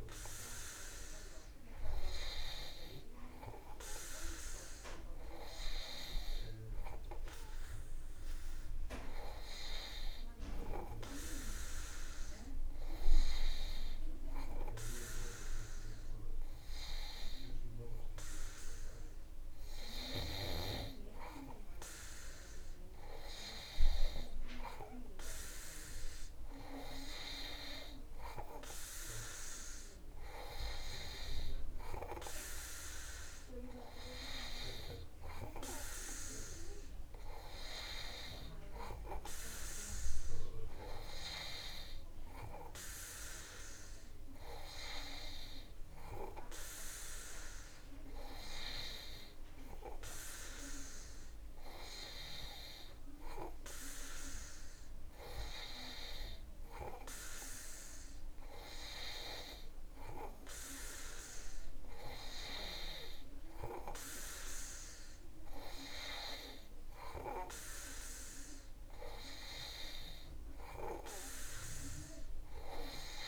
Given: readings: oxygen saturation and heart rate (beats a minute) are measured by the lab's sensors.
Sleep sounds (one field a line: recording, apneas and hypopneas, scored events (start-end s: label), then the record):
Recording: breathing in sleep by a room microphone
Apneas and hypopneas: none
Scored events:
none scored
From the record:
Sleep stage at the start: N2 (light sleep)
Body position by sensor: on the back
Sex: male